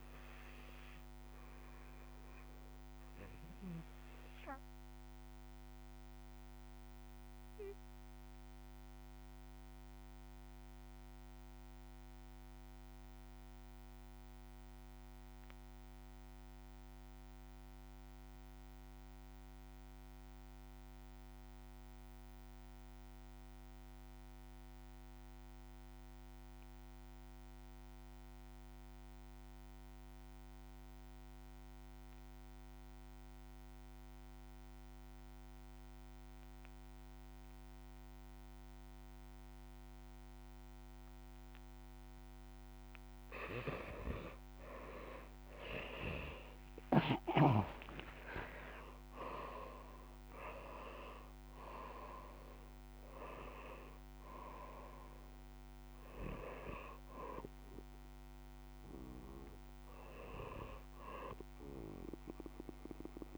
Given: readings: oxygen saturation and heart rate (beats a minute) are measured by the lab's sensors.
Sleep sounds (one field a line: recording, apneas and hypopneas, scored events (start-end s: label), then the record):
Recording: breathing in sleep by a microphone on the trachea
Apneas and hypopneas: 1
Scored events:
3.00-41.50 s: obstructive apnea (oxygen 96% before, 76% lowest, heart rate 61 before, 48 extreme, up 16 after)
15.00-63.38 s: new sleep stage, REM sleep
39.00-63.38 s: oxygen desaturation (device-marked, oxygen 94% before, 76% lowest, heart rate 54 before, 52 extreme)
43.50-47.50 s: arousal
From the record:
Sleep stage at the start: N2 (light sleep)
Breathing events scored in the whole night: 235 in 4.1 hours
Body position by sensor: on the back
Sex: male